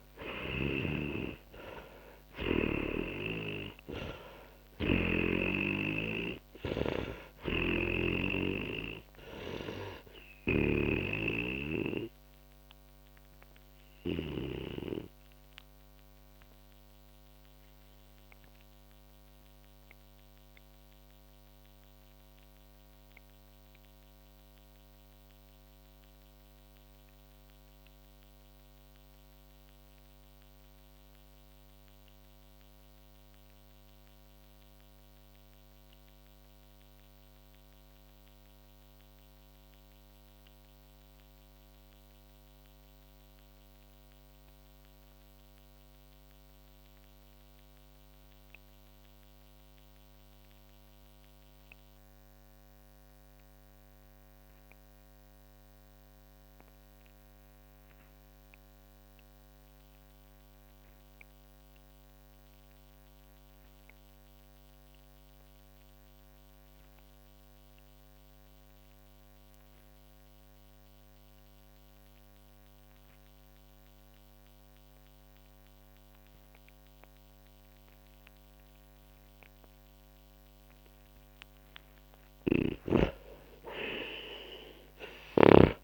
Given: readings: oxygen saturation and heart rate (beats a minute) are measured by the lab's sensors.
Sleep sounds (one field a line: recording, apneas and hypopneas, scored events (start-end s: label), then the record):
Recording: breathing in sleep by a microphone on the trachea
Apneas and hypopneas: 1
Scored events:
0.00-13.50 s: oxygen desaturation (device-marked, oxygen 90% lowest, heart rate 44 extreme)
0.50-5.50 s: snoring (device-marked)
7.50-14.50 s: snoring (device-marked)
15.00-81.00 s: obstructive apnea (oxygen 96% before, 83% lowest, heart rate 66 before, 44 extreme, up 21 after)
15.50-42.50 s: oxygen desaturation (device-marked, oxygen 92% before, 85% lowest, heart rate 66 before, 44 extreme)
67.50-85.84 s: oxygen desaturation (device-marked, oxygen 97% before, 83% lowest, heart rate 53 before, 42 extreme)
82.50-85.84 s: arousal
From the record:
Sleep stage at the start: N2 (light sleep)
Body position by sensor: on the back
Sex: male